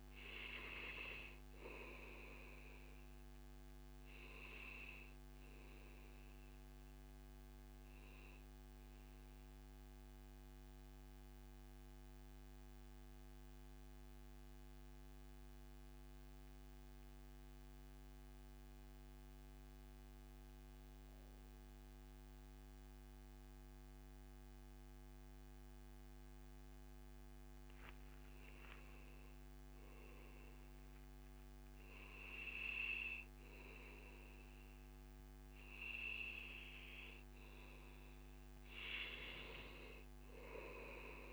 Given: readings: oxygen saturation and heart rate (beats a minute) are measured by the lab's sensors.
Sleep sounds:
breathing in sleep by a microphone on the trachea; 1
0.00-21.50 s: oxygen desaturation (device-marked, oxygen 93% lowest, heart rate 101 extreme)
9.50-27.00 s: central apnea (oxygen 98% before, 93% lowest, heart rate 135 before, 96 extreme, up 42 after)
23.00-25.00 s: long interval between heartbeats (device-marked, heart rate 115 before, 103 extreme)
29.50-33.00 s: arousal
From the record:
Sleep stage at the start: N2 (light sleep); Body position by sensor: on the back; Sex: male

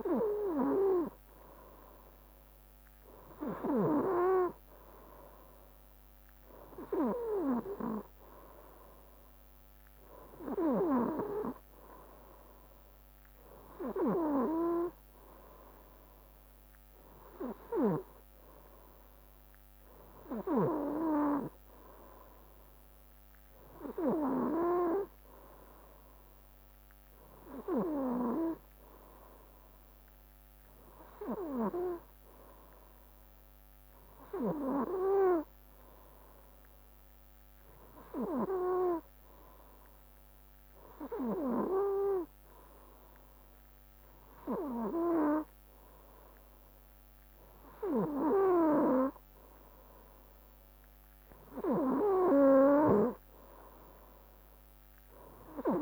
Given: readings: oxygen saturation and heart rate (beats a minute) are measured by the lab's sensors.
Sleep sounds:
breathing in sleep by a microphone on the trachea; none
none scored
From the record:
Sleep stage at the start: N3 (deep sleep); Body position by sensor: on the right side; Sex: male

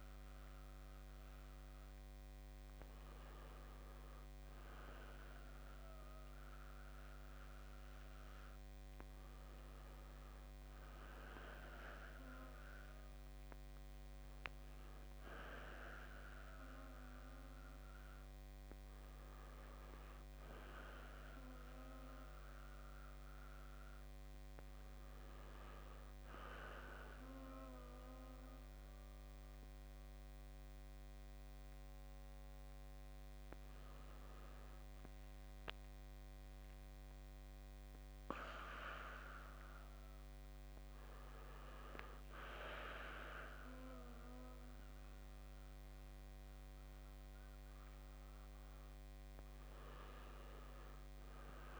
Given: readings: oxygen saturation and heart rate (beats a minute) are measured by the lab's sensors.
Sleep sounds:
breathing in sleep by a microphone on the trachea; none
none scored
From the record:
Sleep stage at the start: N1 (lightest sleep); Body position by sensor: on the back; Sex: male

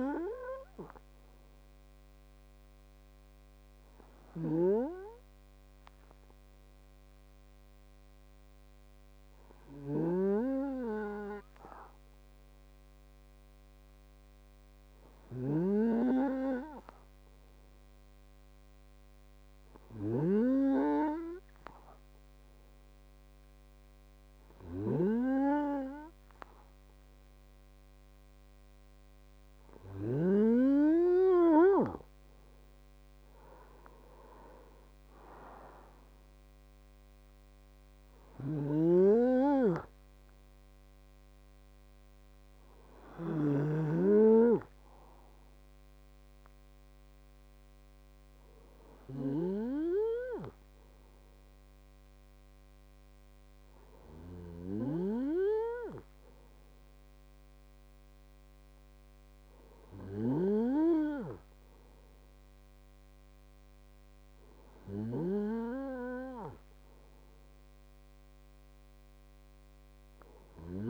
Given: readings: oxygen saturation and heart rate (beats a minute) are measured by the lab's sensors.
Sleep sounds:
breathing in sleep by a microphone on the trachea; 1
4.50-28.50 s: hypopnea (oxygen 97% before, 95% lowest, heart rate 144 before, 97 extreme, up 39 after)
10.00-30.50 s: snoring (device-marked)
31.50-34.50 s: arousal
38.50-44.00 s: snoring (device-marked)
From the record:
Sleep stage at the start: N2 (light sleep); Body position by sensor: on the right side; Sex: male

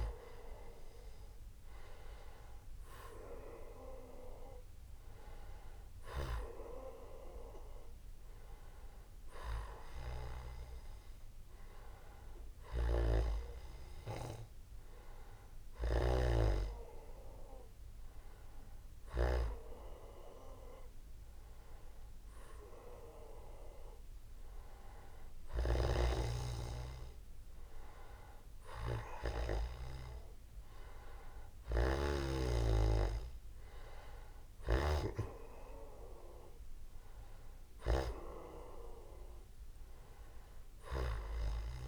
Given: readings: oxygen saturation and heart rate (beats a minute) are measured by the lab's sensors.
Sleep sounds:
a person awake in a sleep study, by a room microphone; none
12.50-19.50 s: snoring (device-marked)
24.50-41.88 s: new sleep stage, N1 (lightest sleep)
25.50-35.00 s: snoring (device-marked)
From the record:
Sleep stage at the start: awake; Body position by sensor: on the back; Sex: male

